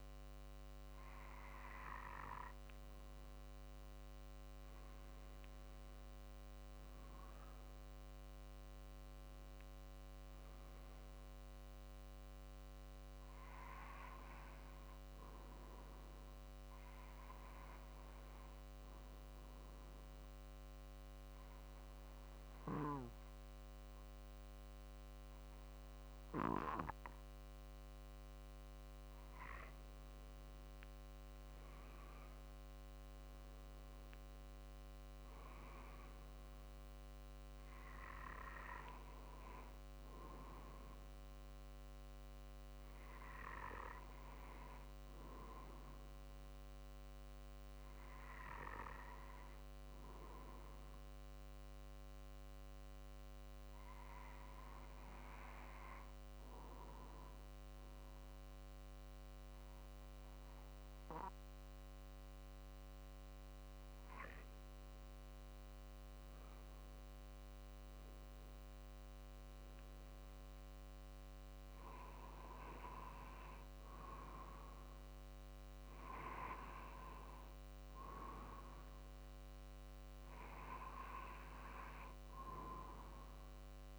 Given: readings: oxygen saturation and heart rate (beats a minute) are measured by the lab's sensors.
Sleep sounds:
breathing in sleep by a microphone on the trachea; 2
8.50-20.50 s: drop in pulse transit time (device-marked, heart rate 48 before, 48 extreme)
17.00-28.00 s: hypopnea (oxygen 96% before, 94% lowest, heart rate 49 before, 48 extreme, up 3 after)
30.00-33.00 s: arousal
34.50-48.50 s: drop in pulse transit time (device-marked, heart rate 49 before, 48 extreme)
52.00-65.00 s: hypopnea (oxygen 96% before, 94% lowest, heart rate 49 before, 47 extreme, up 5 after)
67.50-70.50 s: arousal
67.50-83.99 s: drop in pulse transit time (device-marked, heart rate 48 before, 50 extreme)
From the record:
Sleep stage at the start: N2 (light sleep); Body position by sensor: on the right side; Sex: male

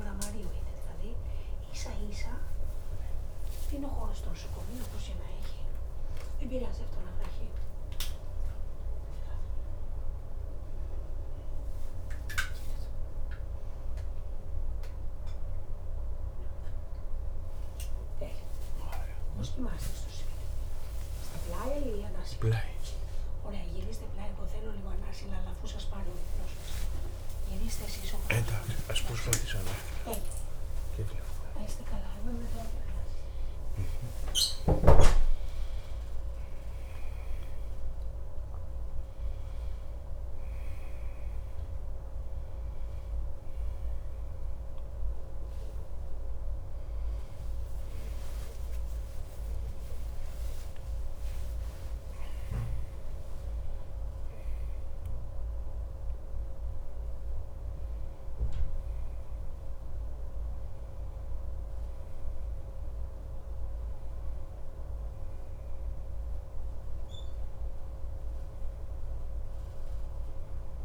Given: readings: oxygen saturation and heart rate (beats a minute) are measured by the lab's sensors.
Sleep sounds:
a person awake in a sleep study, by a room microphone; none
none scored
From the record:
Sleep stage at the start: awake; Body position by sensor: on the back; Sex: male

